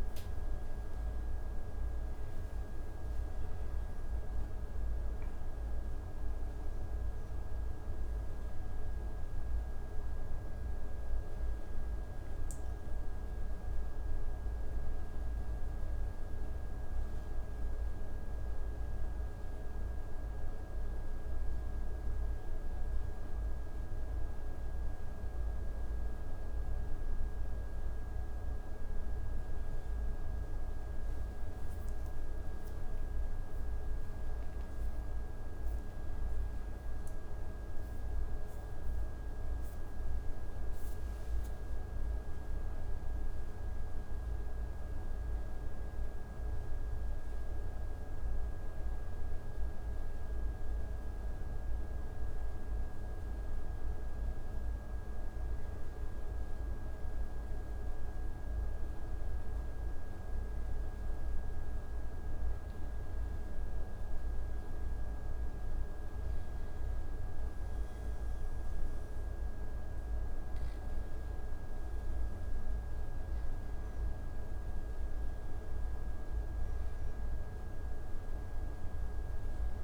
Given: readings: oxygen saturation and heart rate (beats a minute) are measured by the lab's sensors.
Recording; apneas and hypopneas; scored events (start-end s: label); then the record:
breathing in sleep, hard to hear, by a room microphone; 1
0.00-1.50 s: arousal
4.50-64.50 s: new sleep stage, N1 (lightest sleep)
23.00-29.50 s: arousal
62.00-73.00 s: hypopnea (oxygen 94% before, 92% lowest)
64.50-79.84 s: new sleep stage, N2 (light sleep)
76.50-79.84 s: arousal
From the record:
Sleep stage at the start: N2 (light sleep); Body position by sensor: on the back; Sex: male